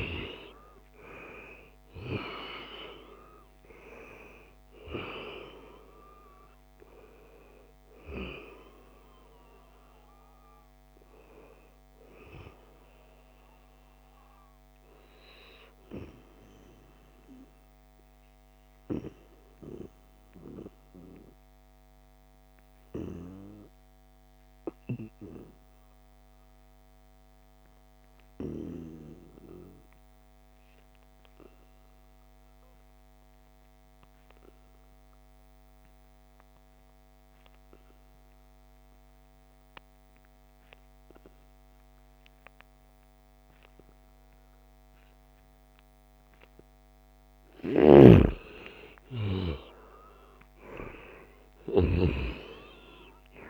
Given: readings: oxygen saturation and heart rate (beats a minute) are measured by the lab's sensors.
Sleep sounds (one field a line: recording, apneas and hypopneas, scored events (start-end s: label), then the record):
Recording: breathing in sleep by a microphone on the trachea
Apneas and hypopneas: 1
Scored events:
0.00-1.50 s: long interval between heartbeats (device-marked, heart rate 79 extreme)
0.00-22.50 s: oxygen desaturation (device-marked, oxygen 88% lowest, heart rate 69 extreme)
13.00-46.50 s: obstructive apnea (oxygen 97% before, 88% lowest, heart rate 81 before, 69 extreme, up 2 after)
44.50-53.50 s: oxygen desaturation (device-marked, oxygen 97% before, 88% lowest, heart rate 72 before, 69 extreme)
47.50-52.00 s: snoring (device-marked)
48.50-53.00 s: arousal
From the record:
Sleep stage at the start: N2 (light sleep)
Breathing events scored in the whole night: 499 in 6.2 hours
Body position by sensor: on the back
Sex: male